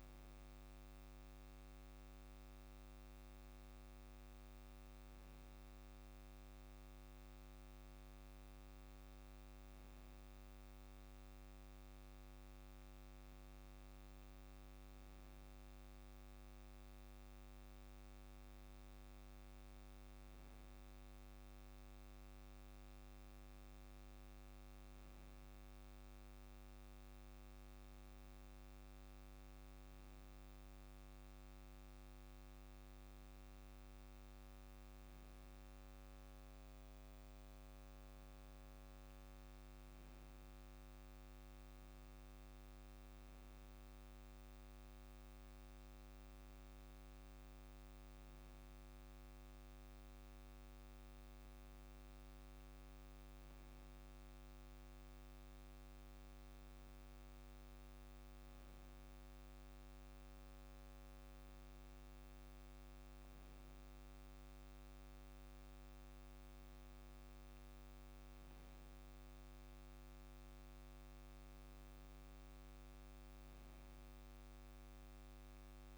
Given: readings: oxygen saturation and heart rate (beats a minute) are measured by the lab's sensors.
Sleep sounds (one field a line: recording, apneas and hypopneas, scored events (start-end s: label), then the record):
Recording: breathing in sleep, hard to hear, by a microphone on the trachea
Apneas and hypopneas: none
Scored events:
8.50-10.50 s: long interval between heartbeats (device-marked, heart rate 52 before, 54 extreme)
49.50-51.50 s: long interval between heartbeats (device-marked, heart rate 55 before, 55 extreme)
From the record:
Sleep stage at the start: N2 (light sleep)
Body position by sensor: on the back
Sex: male